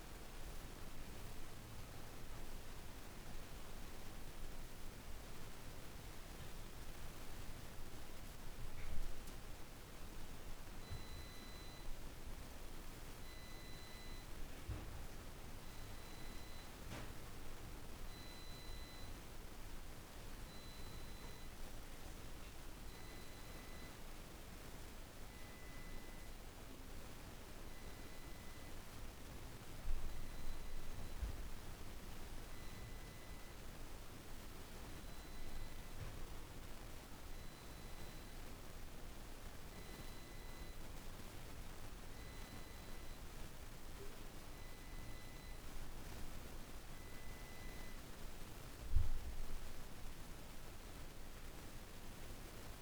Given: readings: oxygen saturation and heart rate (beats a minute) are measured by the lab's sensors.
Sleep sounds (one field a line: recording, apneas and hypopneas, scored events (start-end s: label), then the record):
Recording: breathing in sleep, hard to hear, by a room microphone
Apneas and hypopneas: none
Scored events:
none scored
From the record:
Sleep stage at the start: N2 (light sleep)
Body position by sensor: on the right side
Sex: female